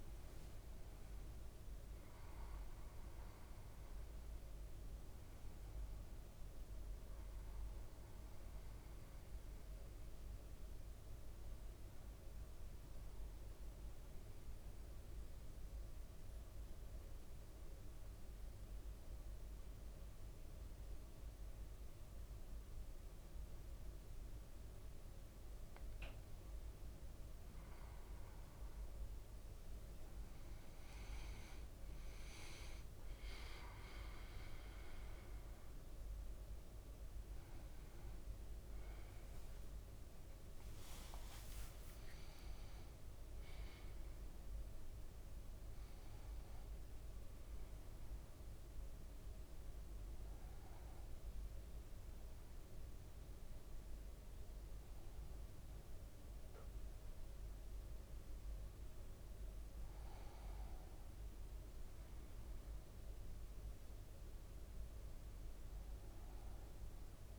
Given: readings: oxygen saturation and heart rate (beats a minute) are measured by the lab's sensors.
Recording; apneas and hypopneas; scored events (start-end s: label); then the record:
breathing in sleep, hard to hear, by a room microphone; 1
0.00-1.00 s: leg movement (device-marked)
0.00-3.00 s: bradycardia (device-marked, heart rate 53 extreme)
0.00-3.50 s: arousal
4.00-29.00 s: bradycardia (device-marked, heart rate 59 before, 51 extreme)
12.50-24.50 s: central apnea (oxygen 99% before, 96% lowest, heart rate 58 before, 51 extreme, up 9 after)
27.50-32.00 s: arousal
28.00-30.00 s: leg movement (device-marked)
33.00-52.00 s: drop in pulse transit time (device-marked, heart rate 54 before, 59 extreme)
42.00-67.39 s: new sleep stage, N1 (lightest sleep)
48.00-67.39 s: bradycardia (device-marked, heart rate 59 before, 56 extreme)
From the record:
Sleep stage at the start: N2 (light sleep); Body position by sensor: on the back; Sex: male